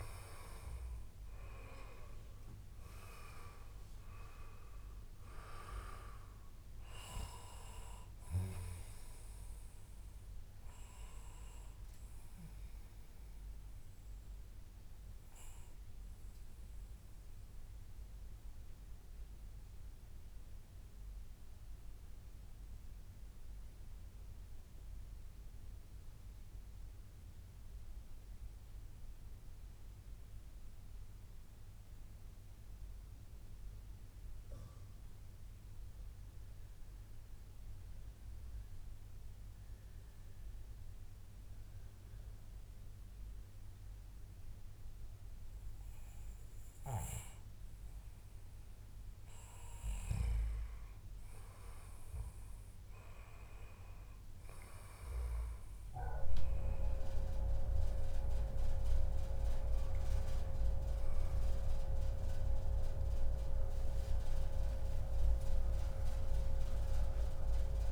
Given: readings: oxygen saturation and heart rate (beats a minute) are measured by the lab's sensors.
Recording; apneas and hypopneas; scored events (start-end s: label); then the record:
breathing in sleep by a room microphone; 1
0.00-12.50 s: oxygen desaturation (device-marked, oxygen 92% lowest, heart rate 88 extreme)
14.50-48.00 s: mixed apnea (oxygen 97% before, 92% lowest, heart rate 109 before, 92 extreme, up 17 after)
22.00-24.00 s: long interval between heartbeats (device-marked, heart rate 105 before, 98 extreme)
59.00-63.50 s: arousal
62.50-64.50 s: long interval between heartbeats (device-marked, heart rate 107 before, 106 extreme)
From the record:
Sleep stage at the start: N2 (light sleep); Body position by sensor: on the back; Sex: male